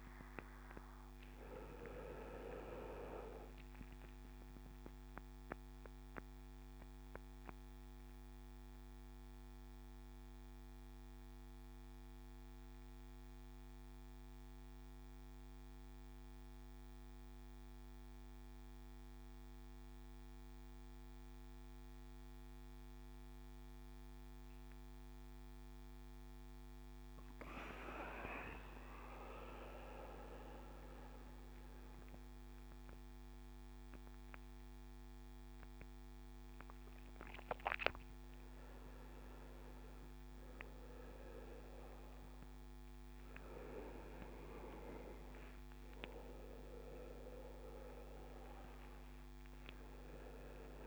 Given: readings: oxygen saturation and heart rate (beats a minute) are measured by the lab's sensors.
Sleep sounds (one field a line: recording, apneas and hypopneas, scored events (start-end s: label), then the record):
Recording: breathing in sleep by a microphone on the trachea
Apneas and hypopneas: none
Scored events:
0.00-3.50 s: arousal
46.50-50.87 s: arousal
From the record:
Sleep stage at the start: N1 (lightest sleep)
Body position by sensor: on the back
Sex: male